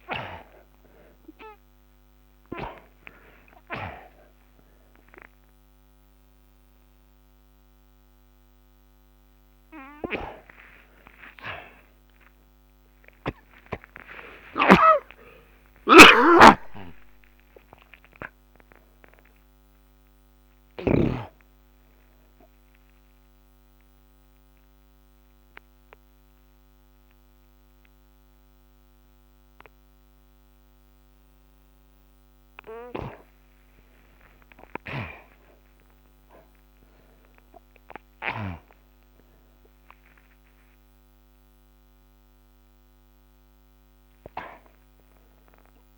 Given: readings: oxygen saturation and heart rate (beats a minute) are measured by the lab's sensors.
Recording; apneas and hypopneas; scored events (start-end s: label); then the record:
a person awake in a sleep study, by a microphone on the trachea; 1
11.50-21.50 s: oxygen desaturation (device-marked, oxygen 96% before, 91% lowest)
22.00-32.50 s: obstructive apnea (oxygen 97% before, 83% lowest)
25.50-45.98 s: new sleep stage, N2 (light sleep)
33.50-37.50 s: arousal
42.50-45.98 s: oxygen desaturation (device-marked, oxygen 96% before, 83% lowest)
From the record:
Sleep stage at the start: awake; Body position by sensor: on the back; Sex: male